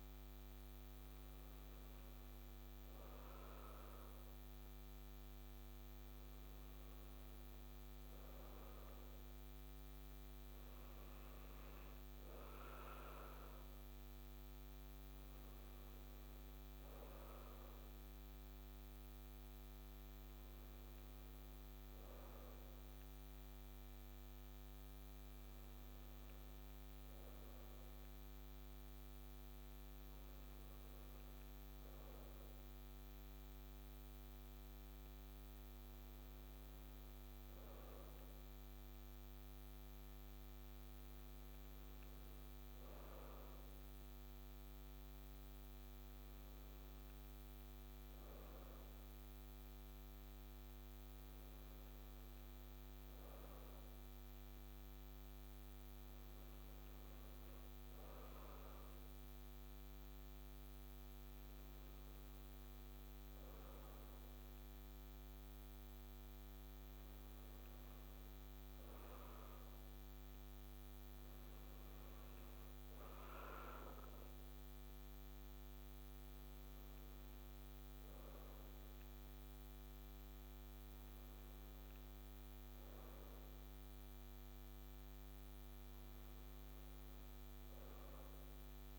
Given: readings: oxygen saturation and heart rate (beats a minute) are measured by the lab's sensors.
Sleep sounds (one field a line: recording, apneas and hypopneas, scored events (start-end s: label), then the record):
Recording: breathing in sleep, hard to hear, by a microphone on the trachea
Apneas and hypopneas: none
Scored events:
85.50-88.98 s: new sleep stage, N3 (deep sleep)
From the record:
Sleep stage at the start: N2 (light sleep)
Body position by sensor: on the right side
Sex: female